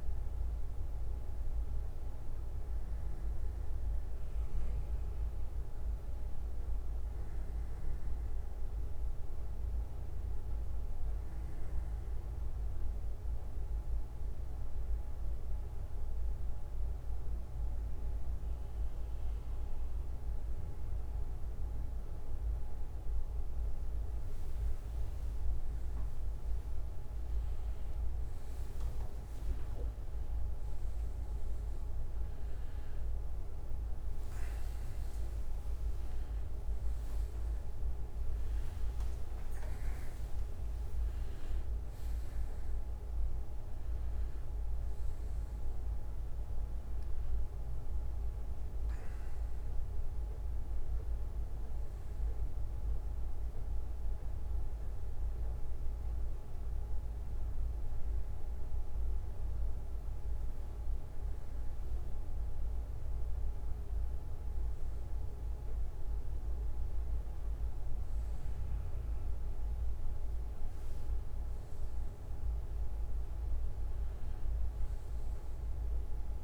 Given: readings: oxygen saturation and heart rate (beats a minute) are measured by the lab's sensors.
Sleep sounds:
breathing in sleep, hard to hear, by a room microphone; 1
8.50-21.50 s: bradycardia (device-marked, heart rate 67 before, 56 extreme)
13.00-24.50 s: hypopnea (oxygen 94% before, 92% lowest, heart rate 60 before, 57 extreme, up 26 after)
27.50-32.50 s: arousal
34.50-39.50 s: tachycardia (device-marked, heart rate 67 before, 111 extreme)
57.50-59.50 s: bradycardia (device-marked, heart rate 68 before, 65 extreme)
From the record:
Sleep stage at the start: N1 (lightest sleep); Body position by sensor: on the back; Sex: male

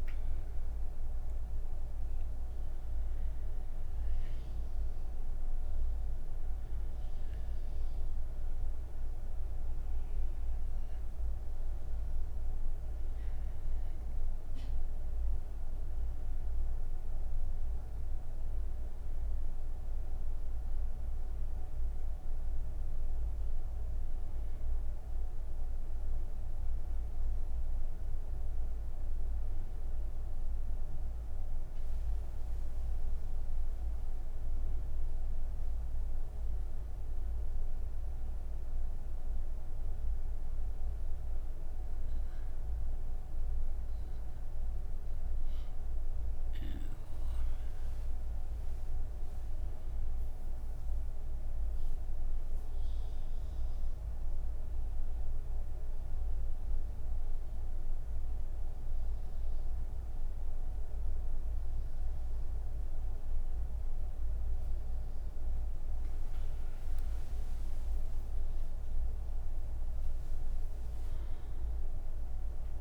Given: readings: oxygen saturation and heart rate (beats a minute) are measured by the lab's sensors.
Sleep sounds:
breathing in sleep, hard to hear, by a room microphone; 1
31.50-52.50 s: oxygen desaturation (device-marked, oxygen 97% before, 93% lowest)
51.50-65.50 s: obstructive apnea (oxygen 97% before, 95% lowest)
From the record:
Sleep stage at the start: N3 (deep sleep); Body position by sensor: on the right side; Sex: female

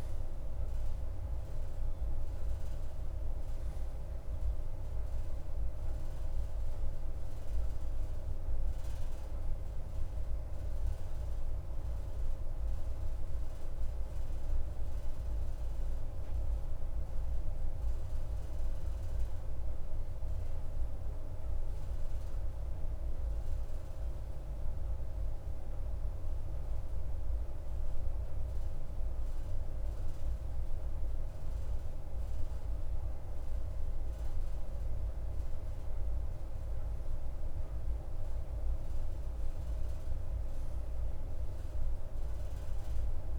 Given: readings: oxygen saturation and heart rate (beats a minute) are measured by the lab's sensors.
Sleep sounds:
breathing in sleep, hard to hear, by a room microphone; 1
10.00-27.00 s: obstructive apnea (oxygen 95% before, 92% lowest, heart rate 54 before, 52 extreme, up 2 after)
30.00-34.00 s: arousal
From the record:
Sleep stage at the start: N2 (light sleep); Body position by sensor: on the right side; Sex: male

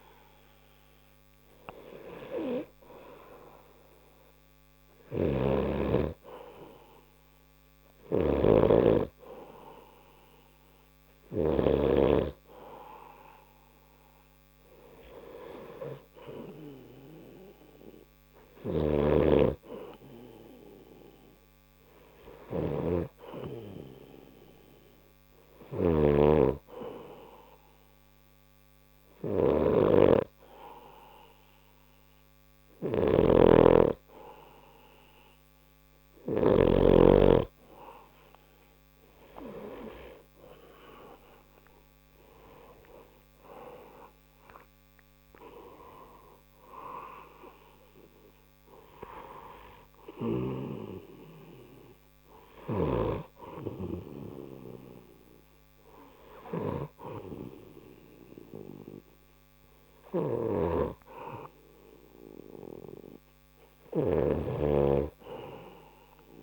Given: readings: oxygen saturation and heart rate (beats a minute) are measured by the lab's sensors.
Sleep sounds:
breathing in sleep by a microphone on the trachea; 1
5.00-12.00 s: snoring (device-marked)
25.50-37.00 s: snoring (device-marked)
27.50-39.00 s: hypopnea (oxygen 95% before, 92% lowest, heart rate 57 before, 50 extreme, up 12 after)
40.00-44.00 s: arousal
60.00-66.43 s: snoring (device-marked)
From the record:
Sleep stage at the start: N2 (light sleep); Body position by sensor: on the right side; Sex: male

